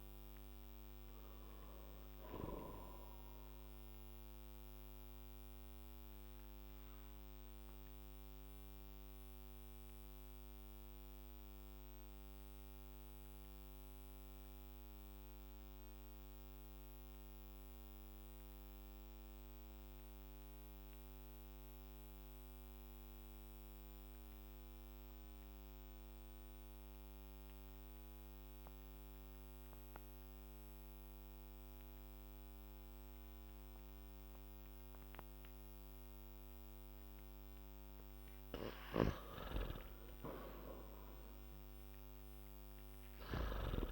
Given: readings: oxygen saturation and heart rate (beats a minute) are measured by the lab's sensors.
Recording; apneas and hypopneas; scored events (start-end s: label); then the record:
breathing in sleep by a microphone on the trachea; 1
0.00-23.00 s: oxygen desaturation (device-marked, oxygen 89% lowest, heart rate 54 extreme)
5.00-37.00 s: obstructive apnea (oxygen 99% before, 88% lowest, heart rate 62 before, 49 extreme, up 8 after)
37.00-43.92 s: oxygen desaturation (device-marked, oxygen 99% before, 88% lowest, heart rate 55 before, 49 extreme)
40.00-43.50 s: arousal
From the record:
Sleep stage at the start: N2 (light sleep); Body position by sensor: on the back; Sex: male